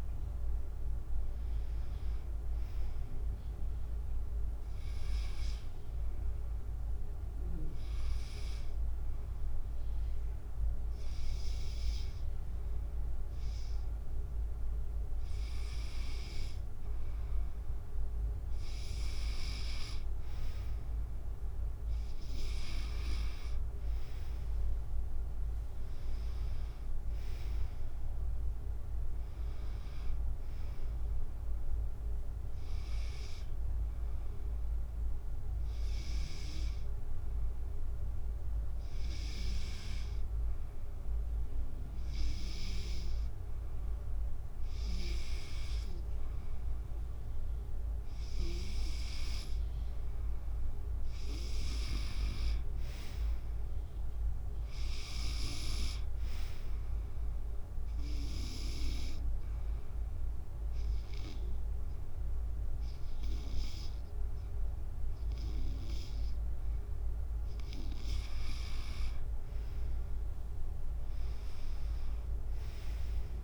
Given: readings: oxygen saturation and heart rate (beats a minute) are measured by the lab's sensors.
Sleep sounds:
breathing in sleep by a room microphone; 3
0.00-1.50 s: oxygen desaturation (device-marked, oxygen 93% lowest, heart rate 70 extreme)
0.00-6.50 s: drop in pulse transit time (device-marked, heart rate 74 extreme)
8.50-19.50 s: hypopnea (oxygen 97% before, 92% lowest, heart rate 79 before, 68 extreme, up 6 after)
23.50-35.50 s: drop in pulse transit time (device-marked, heart rate 72 before, 72 extreme)
23.50-39.50 s: oxygen desaturation (device-marked, oxygen 97% before, 93% lowest, heart rate 72 before, 68 extreme)
24.00-28.00 s: arousal
34.50-44.50 s: hypopnea (oxygen 97% before, 91% lowest, heart rate 75 before, 68 extreme, up 6 after)
47.00-50.50 s: arousal
51.50-65.50 s: oxygen desaturation (device-marked, oxygen 97% before, 93% lowest, heart rate 72 before, 68 extreme)
52.50-60.50 s: drop in pulse transit time (device-marked, heart rate 72 before, 73 extreme)
58.00-69.00 s: obstructive apnea (oxygen 97% before, 91% lowest, heart rate 73 before, 68 extreme, up 12 after)
70.50-73.44 s: drop in pulse transit time (device-marked, heart rate 72 before, 73 extreme)
72.00-73.44 s: arousal
From the record:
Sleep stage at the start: N2 (light sleep); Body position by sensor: on the back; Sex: female

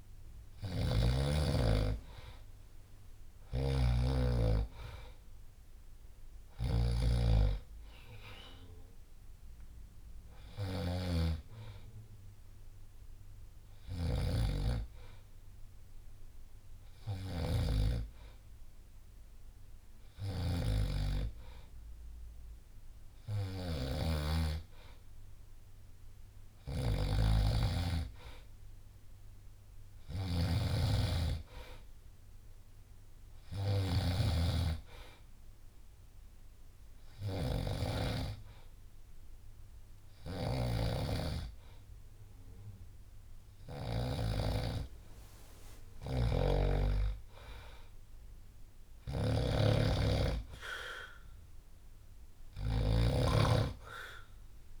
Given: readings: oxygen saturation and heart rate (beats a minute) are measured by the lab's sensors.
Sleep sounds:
breathing in sleep by a room microphone; 1
0.00-14.00 s: snoring (device-marked)
6.50-8.50 s: long interval between heartbeats (device-marked, heart rate 69 before, 72 extreme)
11.00-13.00 s: long interval between heartbeats (device-marked, heart rate 71 before, 66 extreme)
23.00-34.00 s: snoring (device-marked)
33.50-44.50 s: hypopnea (oxygen 96% before, 92% lowest, heart rate 66 before, 64 extreme, up 7 after)
40.00-53.00 s: snoring (device-marked)
46.00-49.00 s: arousal
From the record:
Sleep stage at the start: N2 (light sleep); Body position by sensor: on the back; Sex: male

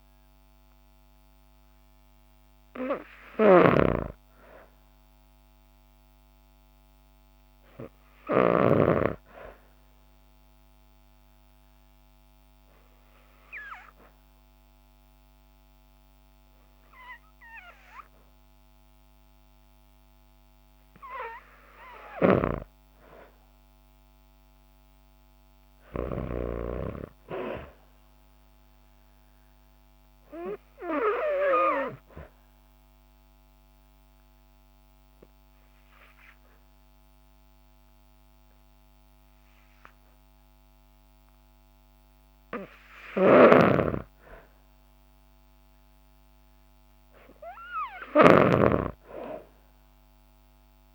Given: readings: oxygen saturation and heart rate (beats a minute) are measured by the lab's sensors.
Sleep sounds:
breathing in sleep by a microphone on the trachea; 2
0.00-7.00 s: oxygen desaturation (device-marked, oxygen 76% lowest, heart rate 49 extreme)
3.00-8.50 s: snoring (device-marked)
10.00-21.50 s: obstructive apnea (oxygen 98% before, 93% lowest, heart rate 59 before, 55 extreme, up 3 after)
23.00-27.00 s: arousal
32.00-43.00 s: obstructive apnea (oxygen 98% before, 93% lowest, heart rate 56 before, 57 extreme, up 2 after)
43.00-50.95 s: snoring (device-marked)
45.00-48.50 s: arousal
48.00-50.95 s: oxygen desaturation (device-marked, oxygen 97% before, 93% lowest, heart rate 58 before, 56 extreme)
From the record:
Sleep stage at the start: REM sleep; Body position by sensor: on the back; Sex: female

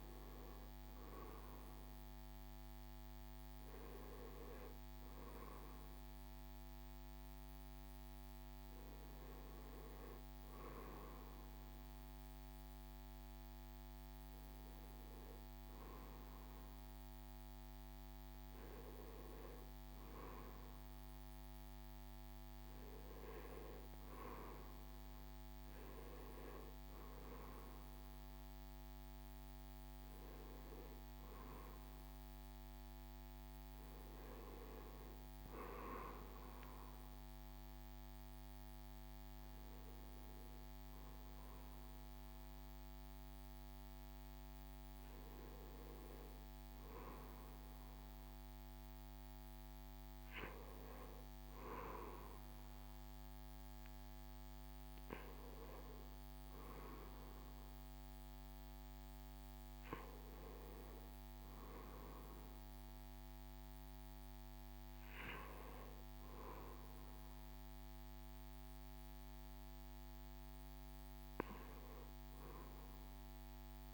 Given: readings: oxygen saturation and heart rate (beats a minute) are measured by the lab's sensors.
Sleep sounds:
a person awake in a sleep study, hard to hear, by a microphone on the trachea; none
none scored
From the record:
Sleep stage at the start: awake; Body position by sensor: on the right side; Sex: male

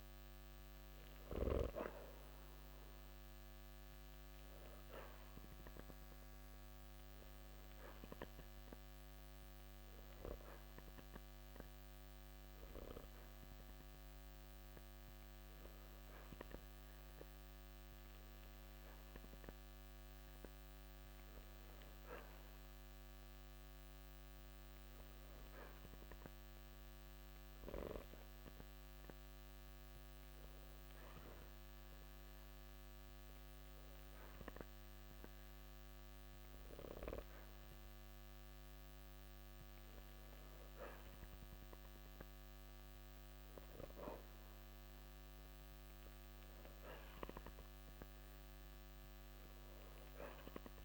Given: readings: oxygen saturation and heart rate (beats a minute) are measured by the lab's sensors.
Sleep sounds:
breathing in sleep by a microphone on the trachea; none
0.00-1.00 s: arousal
1.00-23.00 s: oxygen desaturation (device-marked, oxygen 94% before, 91% lowest, heart rate 62 before, 54 extreme)
From the record:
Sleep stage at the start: N2 (light sleep); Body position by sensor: on the back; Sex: male

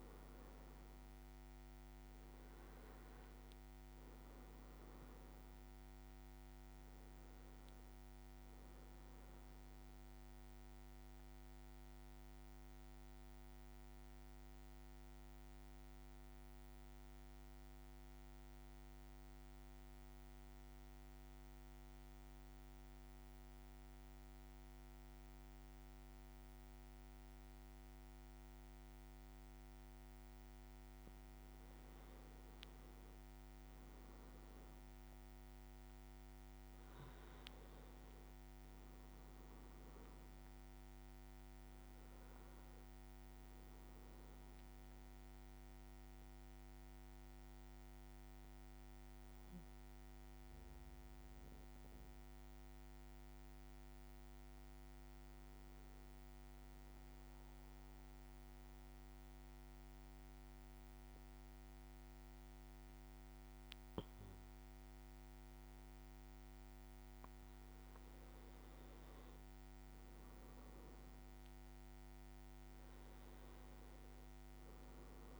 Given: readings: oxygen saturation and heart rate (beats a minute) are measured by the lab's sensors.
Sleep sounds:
breathing in sleep, hard to hear, by a microphone on the trachea; 2
0.00-20.50 s: oxygen desaturation (device-marked, oxygen 94% lowest, heart rate 50 extreme)
9.50-29.50 s: mixed apnea (oxygen 98% before, 94% lowest, heart rate 56 before, 50 extreme, up 7 after)
31.00-35.50 s: arousal
37.50-59.50 s: oxygen desaturation (device-marked, oxygen 99% before, 94% lowest, heart rate 55 before, 52 extreme)
45.00-67.00 s: obstructive apnea (oxygen 99% before, 94% lowest, heart rate 55 before, 52 extreme, up 4 after)
69.50-75.00 s: arousal
From the record:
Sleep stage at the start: N2 (light sleep); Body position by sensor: on the back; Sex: male

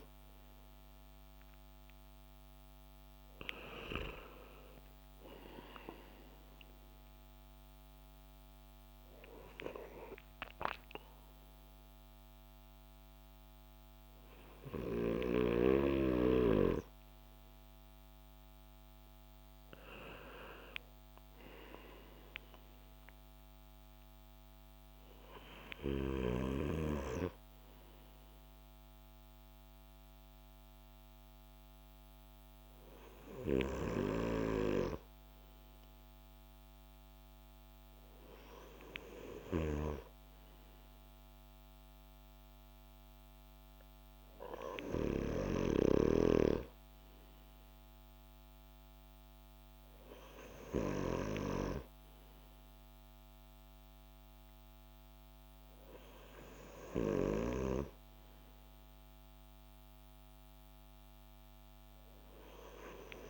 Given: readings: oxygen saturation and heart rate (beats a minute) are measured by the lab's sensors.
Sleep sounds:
breathing in sleep by a microphone on the trachea; none
none scored
From the record:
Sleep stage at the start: N2 (light sleep); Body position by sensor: on the back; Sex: male

